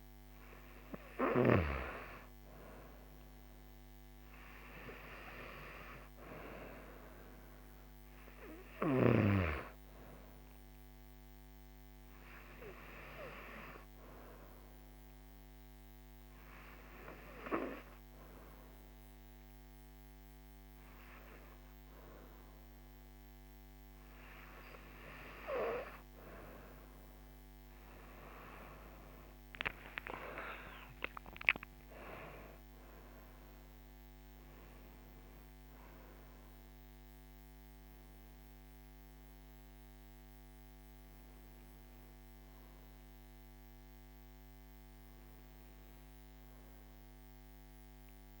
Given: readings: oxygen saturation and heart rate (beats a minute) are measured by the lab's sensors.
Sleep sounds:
breathing in sleep by a microphone on the trachea; none
29.50-33.50 s: arousal
From the record:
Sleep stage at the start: N2 (light sleep); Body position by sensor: on the right side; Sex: female

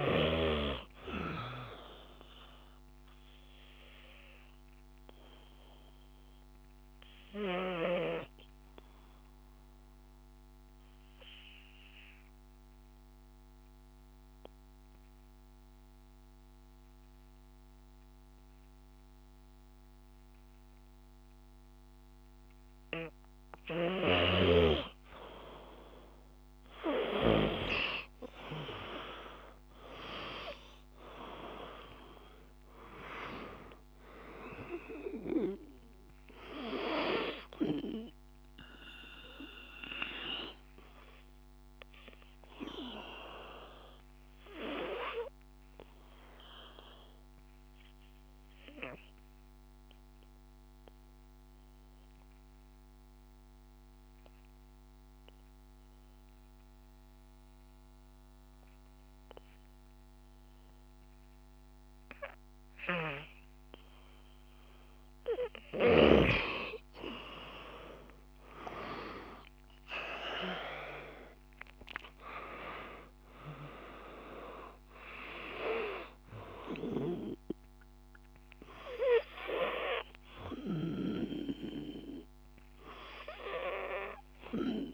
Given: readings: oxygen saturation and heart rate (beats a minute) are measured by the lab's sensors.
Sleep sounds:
breathing in sleep by a microphone on the trachea; 2
0.00-18.50 s: oxygen desaturation (device-marked, oxygen 88% lowest, heart rate 53 extreme)
0.50-22.50 s: obstructive apnea (oxygen 97% before, 88% lowest, heart rate 56 before, 53 extreme, up 2 after)
25.50-29.50 s: arousal
31.50-54.50 s: oxygen desaturation (device-marked, oxygen 97% before, 89% lowest, heart rate 55 before, 54 extreme)
39.00-63.50 s: obstructive apnea (oxygen 97% before, 89% lowest, heart rate 57 before, 53 extreme, up 5 after)
67.50-71.50 s: arousal
69.50-84.94 s: oxygen desaturation (device-marked, oxygen 97% before, 89% lowest, heart rate 56 before, 53 extreme)
From the record:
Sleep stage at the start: N2 (light sleep); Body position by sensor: on the back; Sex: male

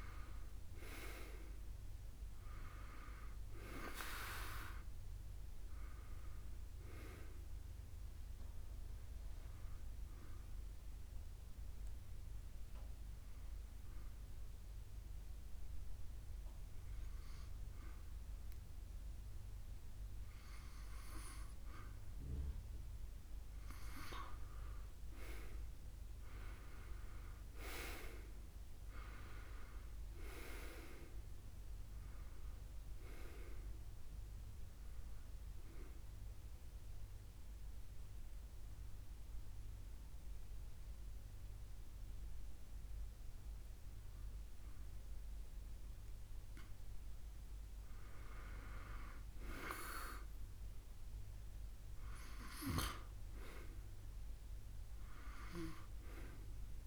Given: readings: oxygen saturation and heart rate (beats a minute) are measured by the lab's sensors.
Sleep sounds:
breathing in sleep by a room microphone; 2
0.00-2.50 s: arousal
6.50-23.50 s: oxygen desaturation (device-marked, oxygen 96% before, 92% lowest, heart rate 74 before, 72 extreme)
9.50-22.50 s: hypopnea (oxygen 98% before, 91% lowest, heart rate 74 before, 72 extreme, up 0 after)
26.50-30.50 s: arousal
31.50-53.50 s: oxygen desaturation (device-marked, oxygen 96% before, 91% lowest, heart rate 73 before, 67 extreme)
35.50-47.00 s: hypopnea (oxygen 96% before, 91% lowest, heart rate 73 before, 67 extreme, up 6 after)
50.00-54.00 s: arousal
From the record:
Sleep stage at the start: N2 (light sleep); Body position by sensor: on the back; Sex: male

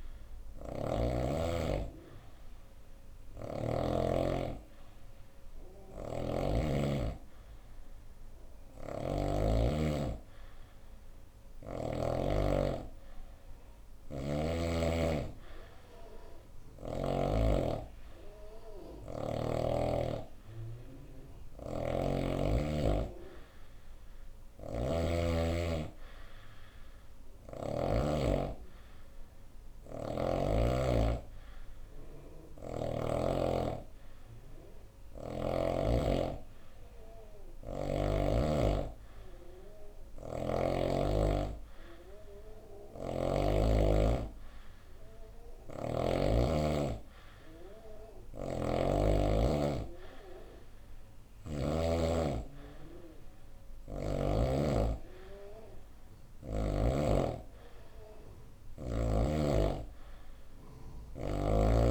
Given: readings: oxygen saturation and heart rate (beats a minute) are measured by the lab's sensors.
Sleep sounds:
breathing in sleep by a room microphone; none
5.00-11.50 s: snoring (device-marked)
21.00-24.50 s: snoring (device-marked)
29.00-32.50 s: snoring (device-marked)
42.00-45.50 s: snoring (device-marked)
47.50-51.00 s: snoring (device-marked)
From the record:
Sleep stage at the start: N2 (light sleep); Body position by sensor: on the right side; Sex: female

